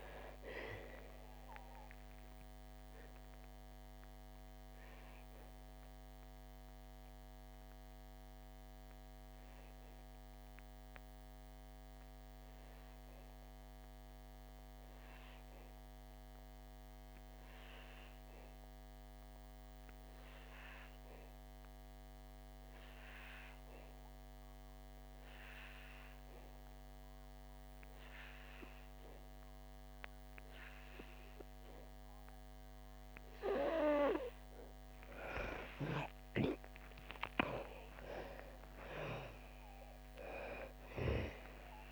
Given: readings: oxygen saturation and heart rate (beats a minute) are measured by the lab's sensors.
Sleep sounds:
breathing in sleep by a microphone on the trachea; 1
0.00-27.00 s: oxygen desaturation (device-marked, oxygen 82% lowest, heart rate 57 extreme)
1.00-33.00 s: obstructive apnea (oxygen 98% before, 81% lowest, heart rate 69 before, 56 extreme, up 1 after)
29.00-41.92 s: oxygen desaturation (device-marked, oxygen 97% before, 81% lowest, heart rate 61 before, 47 extreme)
35.50-39.50 s: arousal
From the record:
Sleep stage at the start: N2 (light sleep); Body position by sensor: on the back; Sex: female

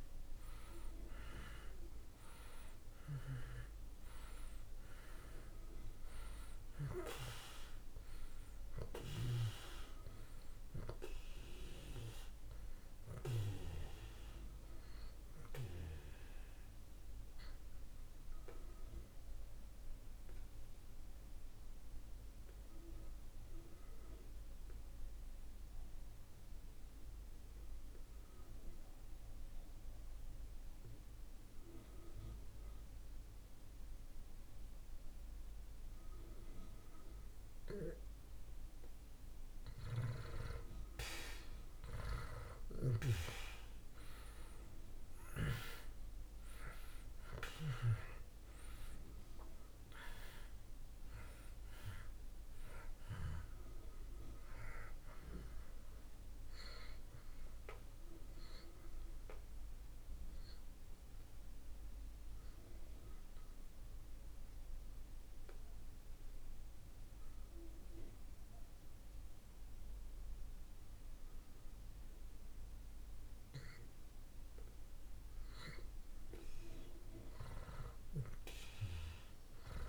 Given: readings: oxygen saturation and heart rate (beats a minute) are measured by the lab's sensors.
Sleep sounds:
breathing in sleep by a room microphone; 2
0.00-2.00 s: arousal
5.50-32.50 s: oxygen desaturation (device-marked, oxygen 96% before, 79% lowest)
19.50-37.50 s: obstructive apnea (oxygen 96% before, 78% lowest)
40.00-44.00 s: arousal
42.50-66.50 s: oxygen desaturation (device-marked, oxygen 96% before, 78% lowest)
60.50-74.00 s: obstructive apnea (oxygen 96% before, 78% lowest)
68.50-78.50 s: oxygen desaturation (device-marked, oxygen 91% before, 78% lowest)
77.00-79.89 s: arousal
From the record:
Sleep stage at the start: N2 (light sleep); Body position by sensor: on the back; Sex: male

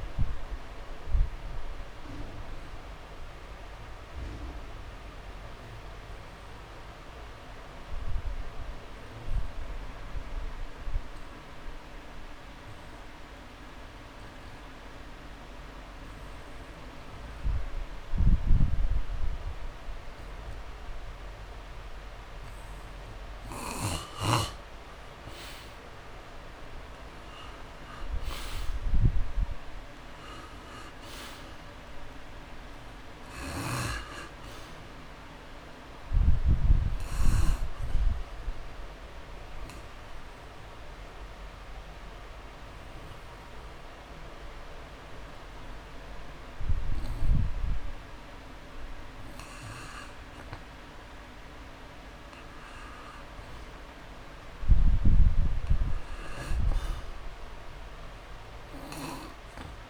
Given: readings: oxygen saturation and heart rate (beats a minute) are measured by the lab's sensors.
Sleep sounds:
breathing in sleep by a room microphone; 2
3.50-24.50 s: obstructive apnea (oxygen 99% before, 88% lowest)
5.50-7.50 s: long interval between heartbeats (device-marked)
20.00-22.00 s: long interval between heartbeats (device-marked)
26.50-30.00 s: arousal
29.50-54.50 s: oxygen desaturation (device-marked, oxygen 98% before, 88% lowest)
39.50-51.00 s: obstructive apnea (oxygen 98% before, 88% lowest)
41.50-43.50 s: long interval between heartbeats (device-marked)
54.00-57.50 s: arousal
55.50-57.50 s: long interval between heartbeats (device-marked)
From the record:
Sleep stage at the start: N2 (light sleep); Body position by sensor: on the back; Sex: male

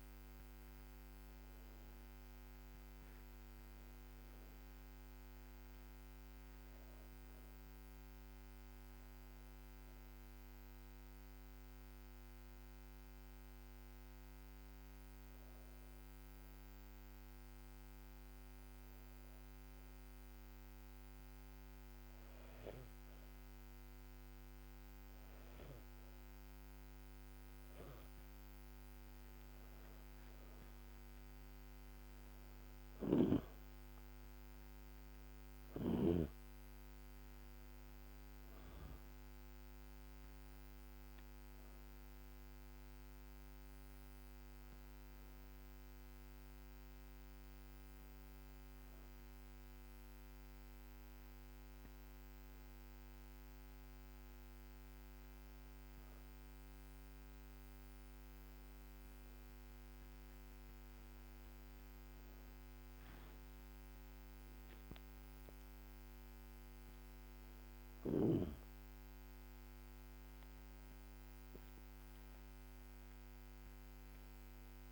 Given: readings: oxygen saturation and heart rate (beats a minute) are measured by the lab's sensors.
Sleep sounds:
a person partly awake in a sleep study, hard to hear, by a microphone on the trachea; 1
0.00-2.50 s: arousal
0.00-14.50 s: oxygen desaturation (device-marked, oxygen 94% lowest, heart rate 71 extreme)
9.00-25.00 s: hypopnea (oxygen 99% before, 95% lowest, heart rate 75 before, 71 extreme, up 7 after)
26.50-50.50 s: oxygen desaturation (device-marked, oxygen 99% before, 95% lowest, heart rate 73 before, 74 extreme)
29.00-34.00 s: arousal
54.50-74.92 s: new sleep stage, awake
From the record:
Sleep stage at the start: N2 (light sleep); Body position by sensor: on the back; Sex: female

